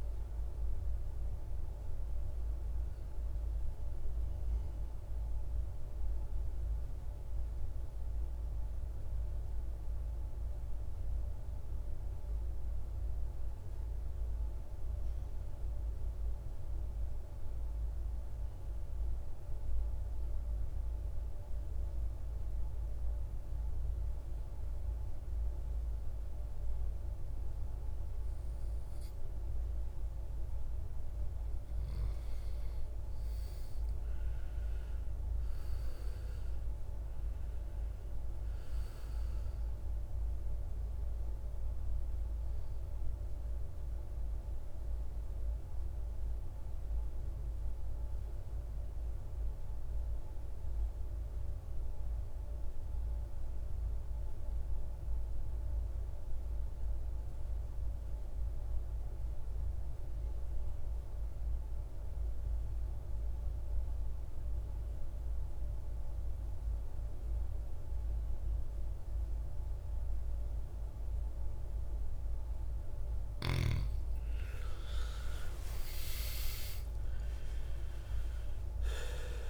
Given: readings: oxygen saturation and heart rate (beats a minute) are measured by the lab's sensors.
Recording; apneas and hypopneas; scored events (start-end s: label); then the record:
breathing in sleep, hard to hear, by a room microphone; 2
0.00-13.00 s: oxygen desaturation (device-marked, oxygen 80% lowest, heart rate 53 extreme)
4.50-29.50 s: mixed apnea (oxygen 98% before, 80% lowest, heart rate 69 before, 53 extreme, up 15 after)
30.50-34.50 s: arousal
31.00-57.00 s: oxygen desaturation (device-marked, oxygen 99% before, 87% lowest, heart rate 56 before, 55 extreme)
51.00-73.00 s: mixed apnea (oxygen 99% before, 81% lowest, heart rate 62 before, 55 extreme, up 20 after)
68.00-79.50 s: oxygen desaturation (device-marked, oxygen 98% before, 81% lowest, heart rate 58 before, 53 extreme)
74.00-79.00 s: arousal
74.00-79.50 s: new sleep stage, N1 (lightest sleep)
From the record:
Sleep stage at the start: N2 (light sleep); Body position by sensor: on the back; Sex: male